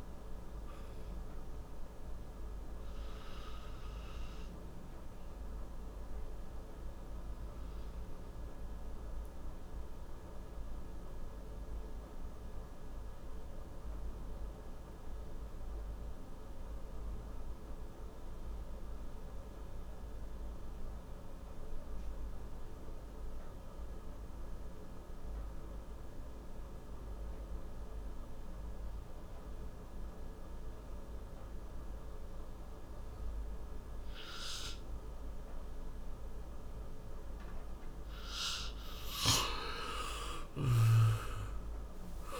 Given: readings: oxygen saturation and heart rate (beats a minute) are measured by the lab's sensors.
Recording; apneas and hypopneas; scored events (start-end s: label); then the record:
breathing in sleep by a room microphone; 1
0.00-18.00 s: oxygen desaturation (device-marked, oxygen 92% lowest, heart rate 55 extreme)
5.00-37.50 s: obstructive apnea (oxygen 97% before, 89% lowest, heart rate 69 before, 56 extreme, up 26 after)
39.00-42.40 s: oxygen desaturation (device-marked, oxygen 97% before, 89% lowest, heart rate 63 before, 58 extreme)
39.50-42.40 s: arousal
40.00-42.40 s: snoring (device-marked)
From the record:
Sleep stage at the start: N2 (light sleep); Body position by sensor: on the back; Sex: male